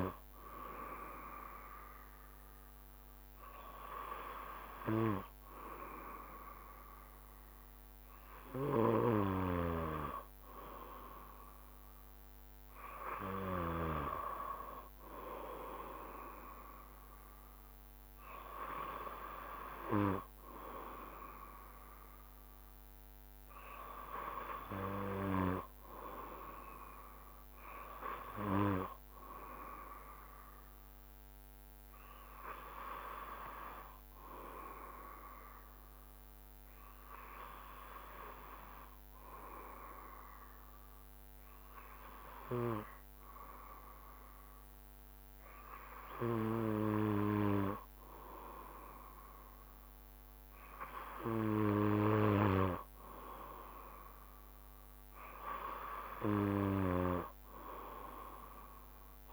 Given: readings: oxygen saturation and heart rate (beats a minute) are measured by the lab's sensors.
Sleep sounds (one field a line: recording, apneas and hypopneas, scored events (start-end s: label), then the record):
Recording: breathing in sleep by a microphone on the trachea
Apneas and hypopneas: 1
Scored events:
25.50-29.00 s: arousal
35.00-48.50 s: hypopnea (oxygen 95% before, 93% lowest, heart rate 68 before, 66 extreme, up 2 after)
50.50-54.00 s: arousal
From the record:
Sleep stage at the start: N2 (light sleep)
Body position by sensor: on the back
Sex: male